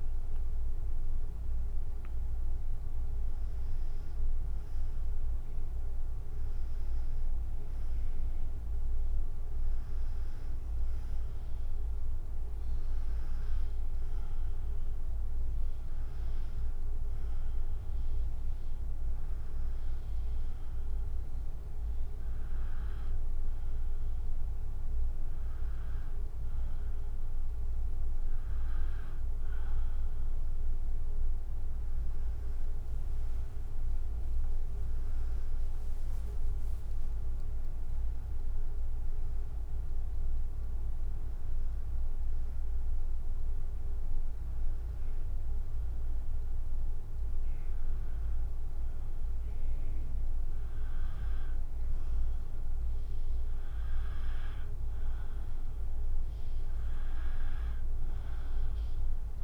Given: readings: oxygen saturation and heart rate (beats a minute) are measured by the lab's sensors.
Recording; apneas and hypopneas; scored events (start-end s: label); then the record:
breathing in sleep, hard to hear, by a room microphone; none
11.00-59.43 s: new sleep stage, N2 (light sleep)
32.00-45.00 s: drop in pulse transit time (device-marked, heart rate 83 before, 82 extreme)
From the record:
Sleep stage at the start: N1 (lightest sleep); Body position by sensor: on the back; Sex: female